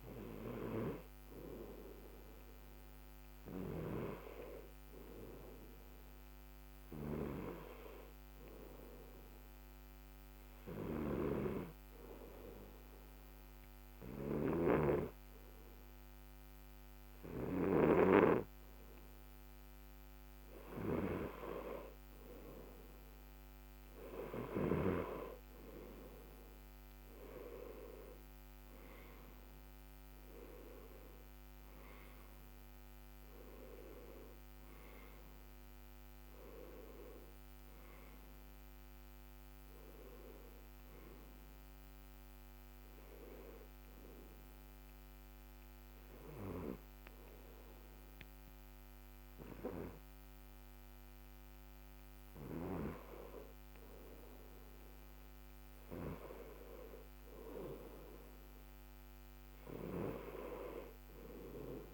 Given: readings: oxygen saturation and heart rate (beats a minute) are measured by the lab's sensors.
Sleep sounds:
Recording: breathing in sleep by a microphone on the trachea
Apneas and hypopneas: 2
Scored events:
8.00-21.50 s: hypopnea (oxygen 94% before, 89% lowest, heart rate 77 before, 68 extreme, up 5 after)
23.00-28.00 s: arousal
26.50-39.50 s: oxygen desaturation (device-marked, oxygen 93% before, 89% lowest, heart rate 74 before, 72 extreme)
29.00-31.00 s: long interval between heartbeats (device-marked, heart rate 74 before, 68 extreme)
43.50-54.00 s: obstructive apnea (oxygen 94% before, 92% lowest, heart rate 77 before, 72 extreme)
57.00-61.93 s: arousal
From the record:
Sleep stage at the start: N2 (light sleep)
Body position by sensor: on the left side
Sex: male

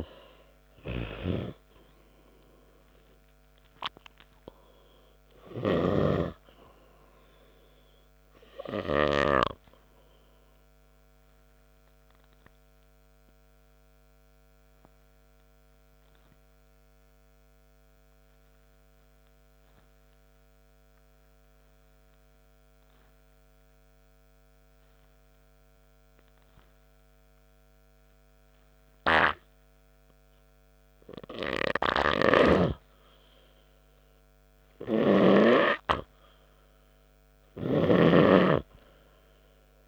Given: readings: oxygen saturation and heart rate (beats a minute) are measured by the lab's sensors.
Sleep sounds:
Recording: breathing in sleep by a microphone on the trachea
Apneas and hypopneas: 1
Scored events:
0.00-4.00 s: oxygen desaturation (device-marked, oxygen 91% lowest, heart rate 56 extreme)
6.00-9.00 s: arousal
12.50-28.50 s: obstructive apnea (oxygen 97% before, 93% lowest, heart rate 68 before, 65 extreme)
23.00-34.00 s: oxygen desaturation (device-marked, oxygen 97% before, 93% lowest, heart rate 75 before, 64 extreme)
33.00-39.00 s: snoring (device-marked)
35.00-38.50 s: arousal
From the record:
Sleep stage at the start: N2 (light sleep)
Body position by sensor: on the back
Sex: male

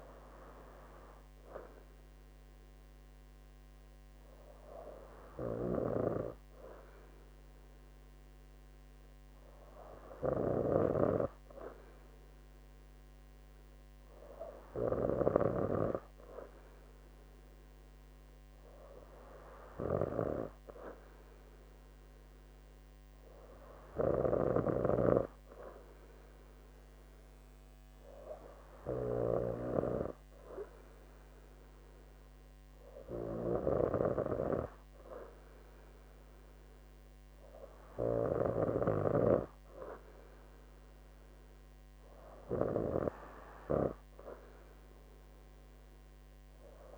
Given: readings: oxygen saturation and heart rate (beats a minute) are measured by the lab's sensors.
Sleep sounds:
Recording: breathing in sleep by a microphone on the trachea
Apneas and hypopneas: none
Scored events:
none scored
From the record:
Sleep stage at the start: N2 (light sleep)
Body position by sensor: on the right side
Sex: female

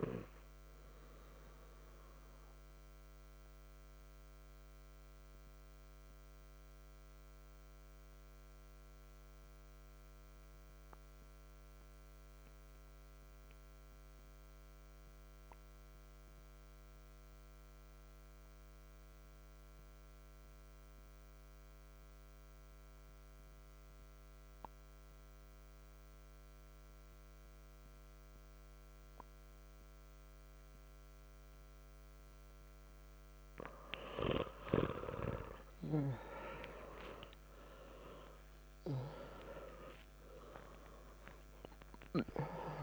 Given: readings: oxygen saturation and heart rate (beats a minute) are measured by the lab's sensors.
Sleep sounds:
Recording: breathing in sleep by a microphone on the trachea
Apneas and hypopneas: 1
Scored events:
2.50-32.50 s: obstructive apnea (oxygen 97% before, 90% lowest, heart rate 62 before, 61 extreme)
34.00-40.50 s: arousal
From the record:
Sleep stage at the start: N2 (light sleep)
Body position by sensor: on the back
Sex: male

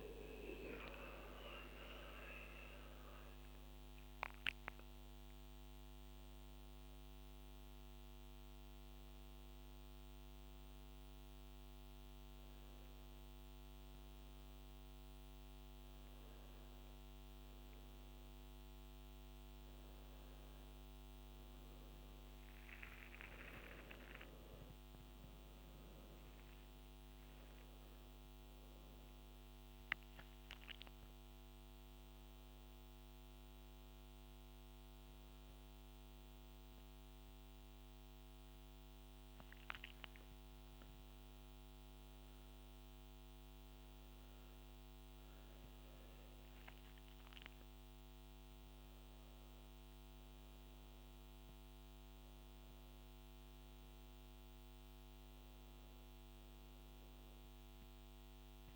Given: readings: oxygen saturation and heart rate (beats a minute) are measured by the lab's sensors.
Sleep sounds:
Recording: breathing in sleep by a microphone on the trachea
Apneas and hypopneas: none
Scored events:
none scored
From the record:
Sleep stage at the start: N2 (light sleep)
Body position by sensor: on the back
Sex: male

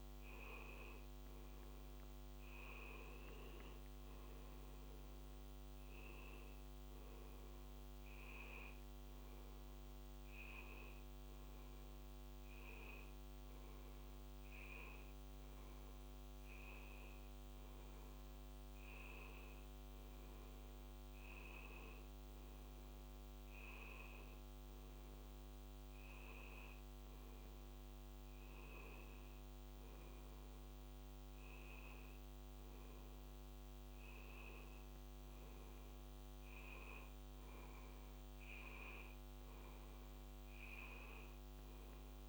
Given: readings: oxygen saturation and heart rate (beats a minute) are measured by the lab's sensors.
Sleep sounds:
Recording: a person awake in a sleep study, hard to hear, by a microphone on the trachea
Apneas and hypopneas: none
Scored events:
none scored
From the record:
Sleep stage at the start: awake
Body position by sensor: on the back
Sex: male

